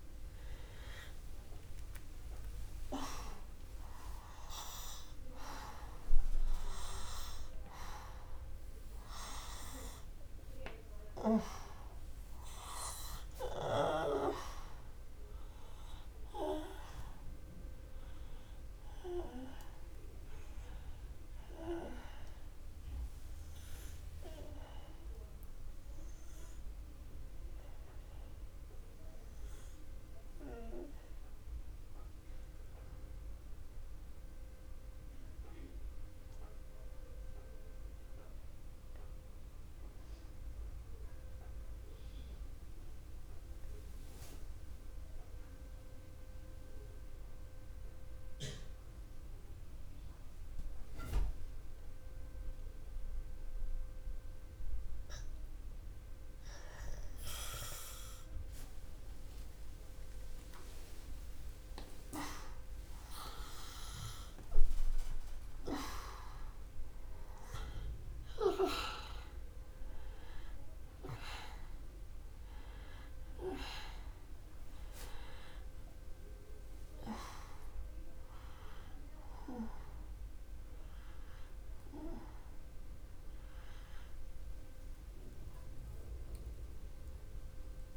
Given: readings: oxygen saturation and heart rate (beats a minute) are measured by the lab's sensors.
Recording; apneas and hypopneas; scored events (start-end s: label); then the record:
breathing in sleep by a room microphone; 1
0.00-38.50 s: oxygen desaturation (device-marked, oxygen 86% lowest, heart rate 29 extreme)
30.50-56.50 s: mixed apnea (oxygen 94% before, 83% lowest, heart rate 46 before, 47 extreme)
57.50-87.97 s: oxygen desaturation (device-marked, oxygen 98% before, 83% lowest, heart rate 67 before, 47 extreme)
59.00-64.50 s: arousal
From the record:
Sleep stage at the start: N2 (light sleep); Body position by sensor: on the back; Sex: male